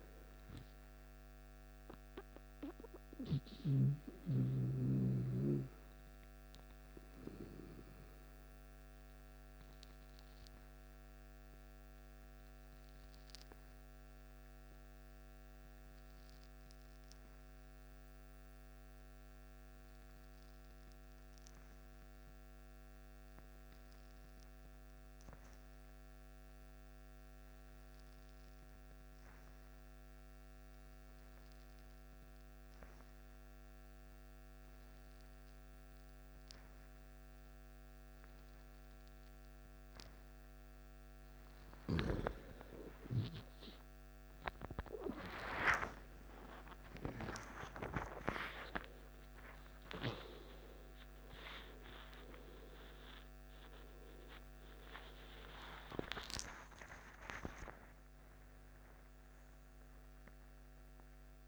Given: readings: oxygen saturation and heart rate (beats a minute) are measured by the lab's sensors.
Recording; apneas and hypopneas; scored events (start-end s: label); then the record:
breathing in sleep by a microphone on the trachea; 1
0.00-12.50 s: oxygen desaturation (device-marked, oxygen 92% lowest, heart rate 55 extreme)
7.50-41.00 s: mixed apnea (oxygen 99% before, 90% lowest, heart rate 63 before, 54 extreme, up 15 after)
29.50-51.50 s: oxygen desaturation (device-marked, oxygen 98% before, 92% lowest, heart rate 57 before, 54 extreme)
46.00-51.50 s: arousal
51.00-53.00 s: long interval between heartbeats (device-marked, heart rate 59 before, 93 extreme)
58.50-61.48 s: oxygen desaturation (device-marked, oxygen 93% before, 90% lowest, heart rate 73 before, 53 extreme)
From the record:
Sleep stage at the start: N2 (light sleep); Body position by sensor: on the left side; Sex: male